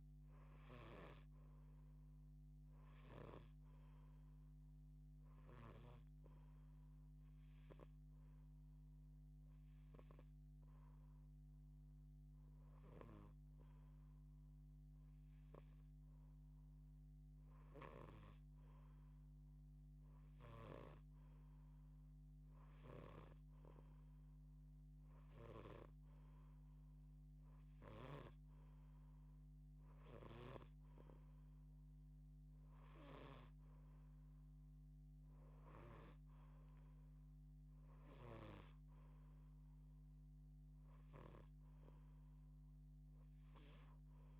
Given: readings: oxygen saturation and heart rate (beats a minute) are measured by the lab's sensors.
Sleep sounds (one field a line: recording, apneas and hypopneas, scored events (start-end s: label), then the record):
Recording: breathing in sleep by a microphone on the trachea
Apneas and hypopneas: 1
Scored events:
5.00-16.00 s: hypopnea (oxygen 90% before, 88% lowest)
12.00-17.50 s: snoring (device-marked)
18.50-21.50 s: arousal
29.50-33.00 s: snoring (device-marked)
37.50-44.40 s: snoring (device-marked)
From the record:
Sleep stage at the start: N2 (light sleep)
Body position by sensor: on the left side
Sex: female